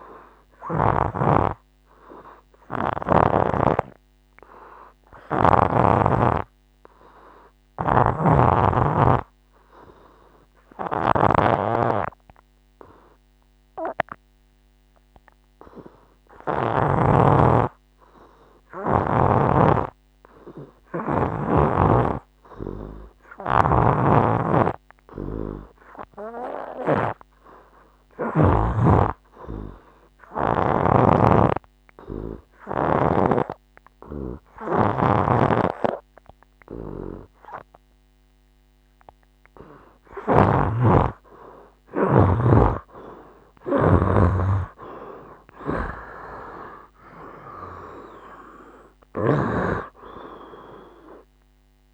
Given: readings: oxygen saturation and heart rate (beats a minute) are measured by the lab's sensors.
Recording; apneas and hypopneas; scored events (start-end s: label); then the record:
breathing in sleep by a microphone on the trachea; 1
0.00-1.00 s: snoring (device-marked)
0.00-14.50 s: oxygen desaturation (device-marked, oxygen 78% lowest, heart rate 61 extreme)
3.50-39.00 s: obstructive apnea (oxygen 98% before, 76% lowest, heart rate 66 before, 58 extreme, up 4 after)
8.00-17.00 s: snoring (device-marked)
22.50-47.50 s: oxygen desaturation (device-marked, oxygen 89% before, 78% lowest, heart rate 62 before, 57 extreme)
24.00-28.50 s: snoring (device-marked)
35.50-40.50 s: snoring (device-marked)
44.50-48.50 s: arousal
From the record:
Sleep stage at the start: N2 (light sleep); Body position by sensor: on the right side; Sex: male